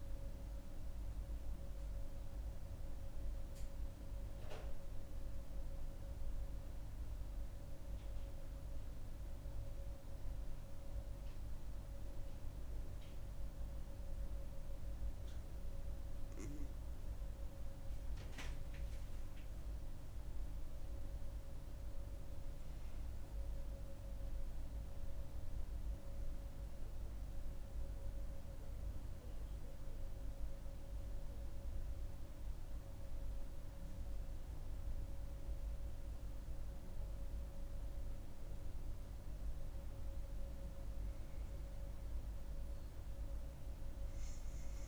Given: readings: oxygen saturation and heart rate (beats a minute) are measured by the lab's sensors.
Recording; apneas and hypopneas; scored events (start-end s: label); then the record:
breathing in sleep, hard to hear, by a room microphone; 1
0.50-18.50 s: mixed apnea (oxygen 98% before, 93% lowest)
16.50-41.50 s: oxygen desaturation (device-marked, oxygen 97% before, 93% lowest)
20.00-25.00 s: arousal
From the record:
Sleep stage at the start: N2 (light sleep); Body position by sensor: on the right side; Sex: female